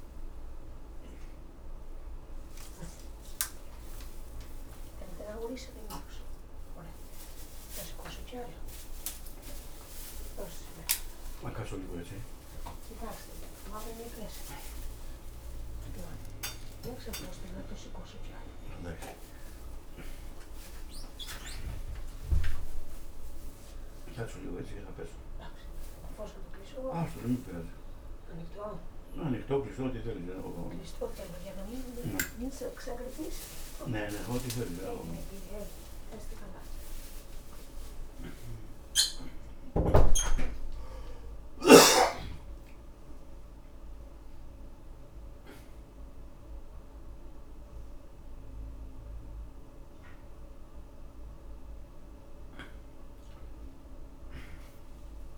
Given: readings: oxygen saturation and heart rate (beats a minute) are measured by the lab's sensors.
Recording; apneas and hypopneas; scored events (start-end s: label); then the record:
a person awake in a sleep study, by a room microphone; none
11.50-16.50 s: snoring (device-marked)
49.50-55.38 s: oxygen desaturation (device-marked, oxygen 94% before, 89% lowest, heart rate 81 before, 29 extreme)
From the record:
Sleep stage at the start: awake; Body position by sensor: upright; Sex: male